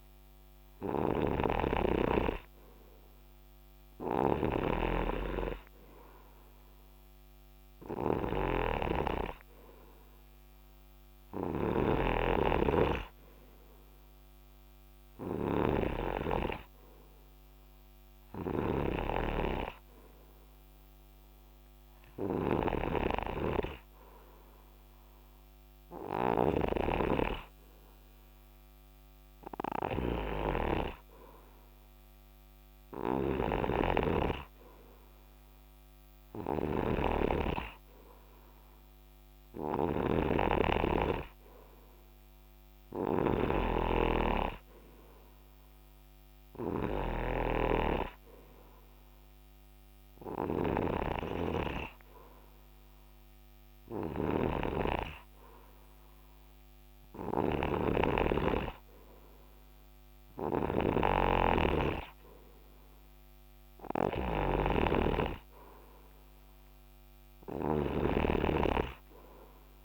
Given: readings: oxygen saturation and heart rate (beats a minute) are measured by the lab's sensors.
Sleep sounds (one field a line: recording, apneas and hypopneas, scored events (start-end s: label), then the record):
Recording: breathing in sleep by a microphone on the trachea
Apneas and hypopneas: none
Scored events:
0.00-69.85 s: snoring (device-marked)
1.50-18.50 s: oxygen desaturation (device-marked, oxygen 93% before, 89% lowest, heart rate 73 before, 75 extreme)
From the record:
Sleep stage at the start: N2 (light sleep)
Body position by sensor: on the right side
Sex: male